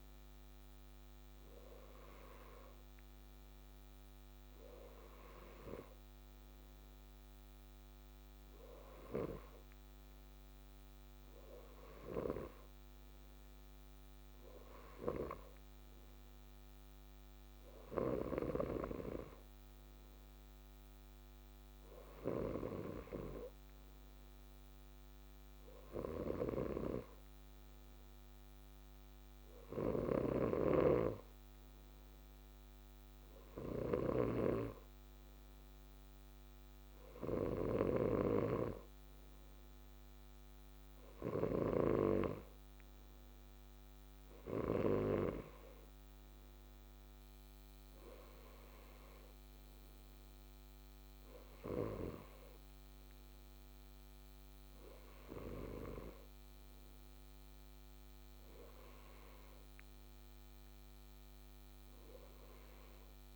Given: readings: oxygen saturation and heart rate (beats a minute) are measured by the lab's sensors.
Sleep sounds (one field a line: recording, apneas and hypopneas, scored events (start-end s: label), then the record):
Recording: breathing in sleep by a microphone on the trachea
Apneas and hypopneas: none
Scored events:
30.00-42.00 s: snoring (device-marked)
From the record:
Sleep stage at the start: N2 (light sleep)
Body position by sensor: on the left side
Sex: male